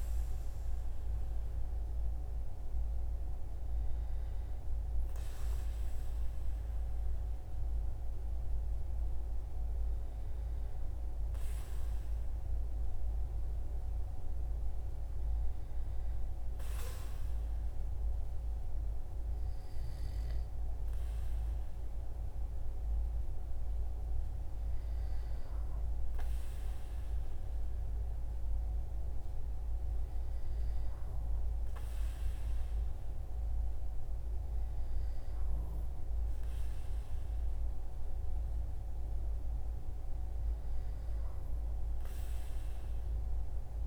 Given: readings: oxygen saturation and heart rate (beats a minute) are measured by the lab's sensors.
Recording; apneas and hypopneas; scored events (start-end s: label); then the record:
breathing in sleep, hard to hear, by a room microphone; none
none scored
From the record:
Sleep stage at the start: N2 (light sleep); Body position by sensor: on the right side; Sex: male